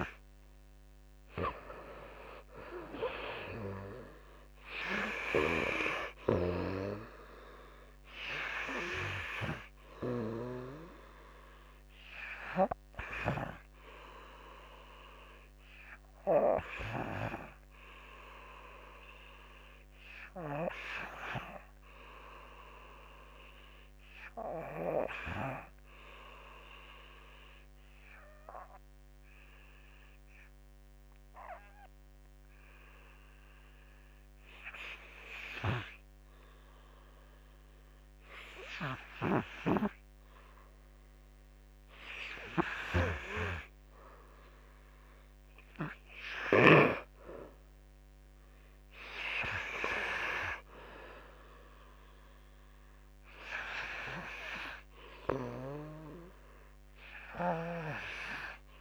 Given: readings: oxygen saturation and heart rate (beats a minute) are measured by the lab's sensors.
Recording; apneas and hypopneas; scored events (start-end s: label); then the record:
breathing in sleep by a microphone on the trachea; 1
0.00-4.00 s: arousal
1.50-14.50 s: drop in pulse transit time (device-marked, heart rate 58 before, 57 extreme)
1.50-17.50 s: oxygen desaturation (device-marked, oxygen 94% before, 86% lowest, heart rate 58 before, 52 extreme)
23.50-43.00 s: hypopnea (oxygen 94% before, 86% lowest, heart rate 59 before, 52 extreme, up 17 after)
46.50-58.81 s: drop in pulse transit time (device-marked, heart rate 56 before, 52 extreme)
46.50-58.81 s: oxygen desaturation (device-marked, oxygen 97% before, 86% lowest, heart rate 56 before, 51 extreme)
47.00-50.50 s: arousal
From the record:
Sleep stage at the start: N2 (light sleep); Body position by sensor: on the back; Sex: male